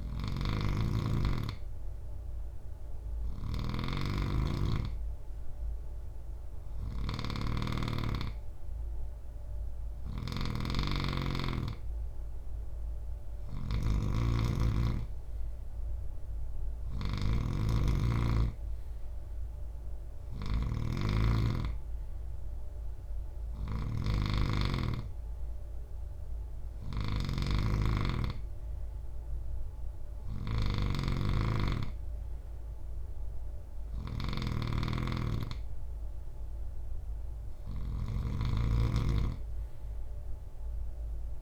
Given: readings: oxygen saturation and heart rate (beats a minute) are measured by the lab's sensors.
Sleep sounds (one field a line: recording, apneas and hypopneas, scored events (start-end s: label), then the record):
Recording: breathing in sleep by a room microphone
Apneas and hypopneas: none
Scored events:
0.00-41.42 s: snoring (device-marked)
From the record:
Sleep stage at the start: N3 (deep sleep)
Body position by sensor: on the right side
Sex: male